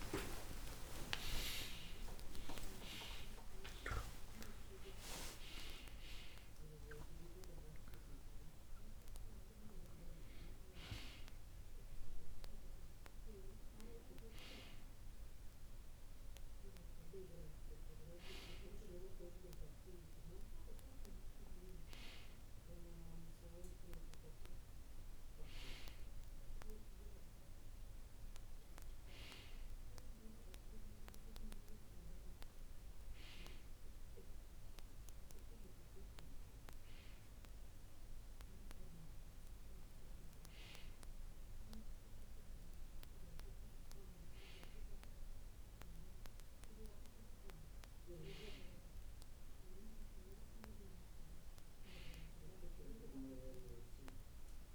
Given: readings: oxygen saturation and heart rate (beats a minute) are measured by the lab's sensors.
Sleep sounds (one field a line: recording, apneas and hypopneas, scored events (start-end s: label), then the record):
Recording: breathing in sleep by a room microphone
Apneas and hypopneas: none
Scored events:
0.00-5.00 s: arousal
From the record:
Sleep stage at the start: N2 (light sleep)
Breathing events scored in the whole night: 163 in 6.0 hours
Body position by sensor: on the back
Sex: male